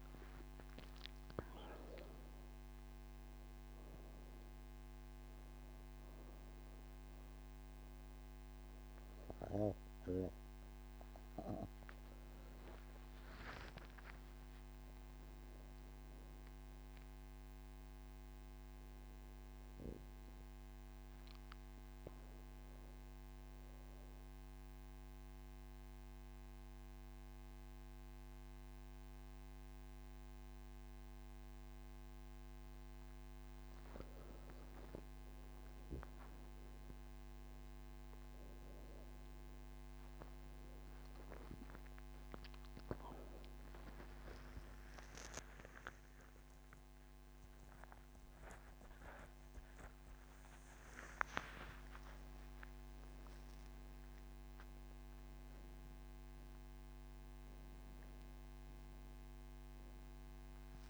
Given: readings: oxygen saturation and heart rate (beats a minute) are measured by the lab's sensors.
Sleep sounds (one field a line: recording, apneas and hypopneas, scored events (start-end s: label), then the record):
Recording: breathing in sleep by a microphone on the trachea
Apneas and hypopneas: none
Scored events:
none scored
From the record:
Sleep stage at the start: N1 (lightest sleep)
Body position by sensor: on the right side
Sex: female